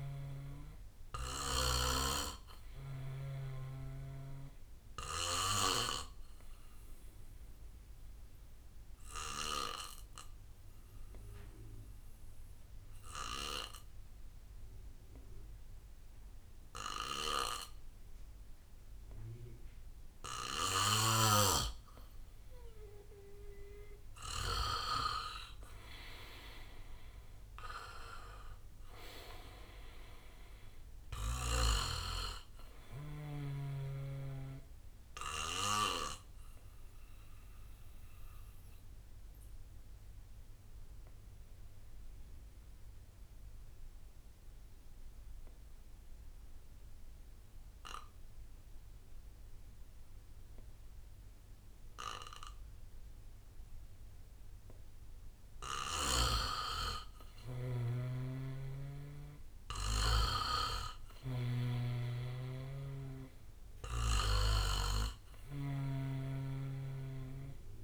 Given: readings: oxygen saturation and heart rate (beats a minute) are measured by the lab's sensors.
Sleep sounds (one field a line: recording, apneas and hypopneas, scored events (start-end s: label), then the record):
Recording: breathing in sleep by a room microphone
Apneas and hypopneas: 2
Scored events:
0.00-3.00 s: drop in pulse transit time (device-marked, heart rate 62 extreme)
0.00-13.00 s: oxygen desaturation (device-marked, oxygen 91% lowest, heart rate 59 extreme)
5.50-23.50 s: obstructive apnea (oxygen 96% before, 89% lowest, heart rate 63 before, 56 extreme, up 10 after)
21.00-25.00 s: snoring (device-marked)
24.00-36.00 s: drop in pulse transit time (device-marked, heart rate 62 before, 63 extreme)
25.00-45.00 s: oxygen desaturation (device-marked, oxygen 97% before, 89% lowest, heart rate 62 before, 56 extreme)
26.00-29.00 s: arousal
35.50-55.00 s: obstructive apnea (oxygen 97% before, 88% lowest, heart rate 65 before, 56 extreme, up 6 after)
36.00-46.00 s: bradycardia (device-marked, heart rate 64 before, 56 extreme)
55.00-67.00 s: drop in pulse transit time (device-marked, heart rate 60 before, 61 extreme)
57.50-61.00 s: arousal
58.00-67.84 s: oxygen desaturation (device-marked, oxygen 99% before, 91% lowest, heart rate 59 before, 58 extreme)
61.00-64.50 s: snoring (device-marked)
From the record:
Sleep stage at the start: N2 (light sleep)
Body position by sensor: on the back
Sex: male